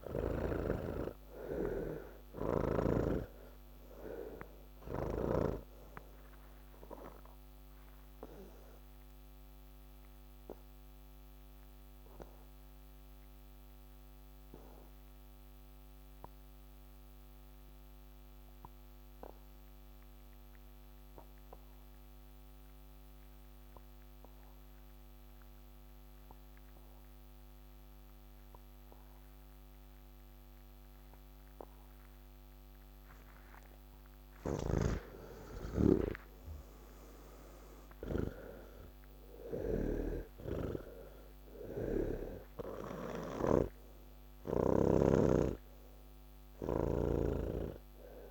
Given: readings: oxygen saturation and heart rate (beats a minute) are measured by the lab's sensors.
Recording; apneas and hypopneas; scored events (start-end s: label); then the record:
breathing in sleep by a microphone on the trachea; 1
0.00-18.00 s: oxygen desaturation (device-marked, oxygen 84% lowest, heart rate 80 extreme)
7.50-31.50 s: obstructive apnea (oxygen 98% before, 81% lowest, heart rate 101 before, 93 extreme, up 43 after)
31.00-48.31 s: oxygen desaturation (device-marked, oxygen 99% before, 81% lowest, heart rate 112 before, 84 extreme)
34.50-47.50 s: snoring (device-marked)
From the record:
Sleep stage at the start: N1 (lightest sleep); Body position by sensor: on the back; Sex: male